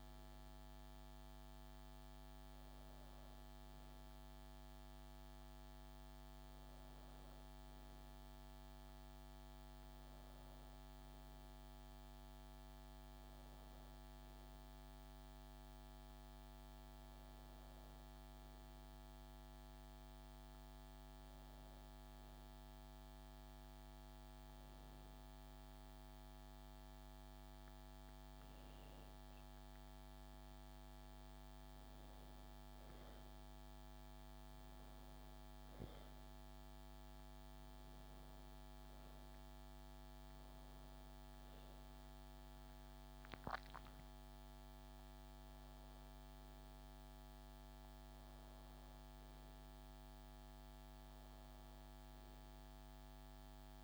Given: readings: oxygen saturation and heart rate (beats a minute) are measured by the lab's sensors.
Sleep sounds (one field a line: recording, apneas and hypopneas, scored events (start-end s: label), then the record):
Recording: breathing in sleep, hard to hear, by a microphone on the trachea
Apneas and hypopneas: none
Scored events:
none scored
From the record:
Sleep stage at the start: N1 (lightest sleep)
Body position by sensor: on the back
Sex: female